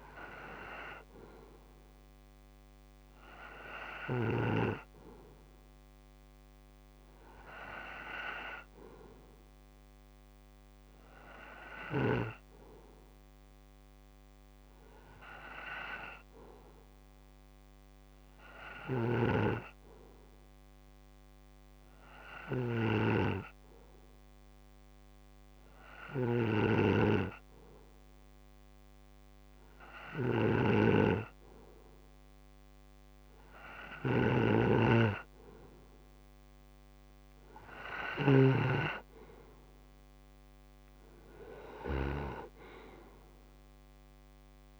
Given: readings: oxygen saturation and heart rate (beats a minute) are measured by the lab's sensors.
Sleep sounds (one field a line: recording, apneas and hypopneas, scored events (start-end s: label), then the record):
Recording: breathing in sleep by a microphone on the trachea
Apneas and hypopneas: 1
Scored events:
18.00-32.00 s: hypopnea (oxygen 94% before, 91% lowest)
18.50-42.00 s: snoring (device-marked)
35.00-37.50 s: arousal
From the record:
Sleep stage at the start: N2 (light sleep)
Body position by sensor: on the right side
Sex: male